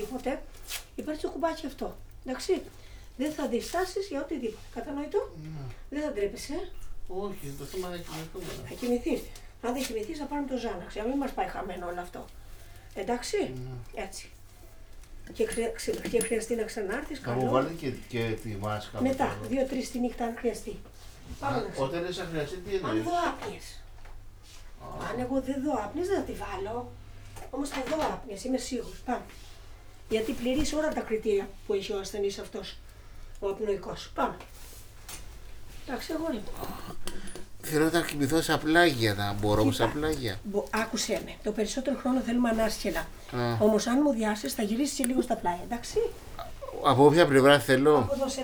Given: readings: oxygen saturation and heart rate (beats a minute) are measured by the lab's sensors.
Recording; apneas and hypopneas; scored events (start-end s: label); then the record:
a person awake in a sleep study, by a room microphone; none
2.50-4.50 s: long interval between heartbeats (device-marked, heart rate 101 before, 96 extreme)
6.50-8.50 s: long interval between heartbeats (device-marked, heart rate 100 before, 118 extreme)
12.50-14.50 s: long interval between heartbeats (device-marked, heart rate 106 before, 107 extreme)
14.50-16.50 s: long interval between heartbeats (device-marked, heart rate 108 before, 129 extreme)
17.00-19.00 s: long interval between heartbeats (device-marked, heart rate 113 before, 158 extreme)
17.00-22.00 s: snoring (device-marked)
21.50-23.50 s: long interval between heartbeats (device-marked, heart rate 121 before, 127 extreme)
30.00-32.00 s: long interval between heartbeats (device-marked, heart rate 118 before, 96 extreme)
33.00-35.00 s: long interval between heartbeats (device-marked, heart rate 120 before, 119 extreme)
36.50-38.50 s: long interval between heartbeats (device-marked, heart rate 121 before, 150 extreme)
40.00-42.00 s: long interval between heartbeats (device-marked, heart rate 118 before, 127 extreme)
43.00-45.00 s: long interval between heartbeats (device-marked, heart rate 116 before, 107 extreme)
46.00-48.00 s: long interval between heartbeats (device-marked, heart rate 117 before, 126 extreme)
46.50-48.44 s: snoring (device-marked)
From the record:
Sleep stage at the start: awake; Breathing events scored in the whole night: 320 in 4.1 hours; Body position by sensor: upright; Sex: male